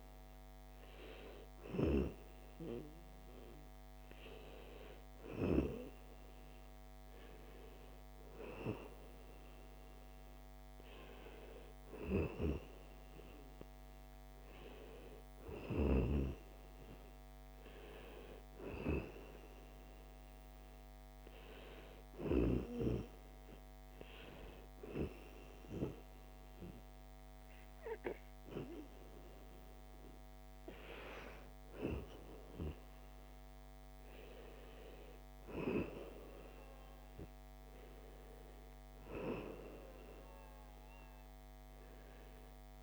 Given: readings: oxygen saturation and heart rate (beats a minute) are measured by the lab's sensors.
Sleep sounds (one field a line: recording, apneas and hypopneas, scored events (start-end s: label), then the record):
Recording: breathing in sleep by a microphone on the trachea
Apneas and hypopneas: none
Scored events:
none scored
From the record:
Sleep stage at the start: N1 (lightest sleep)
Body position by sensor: on the right side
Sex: male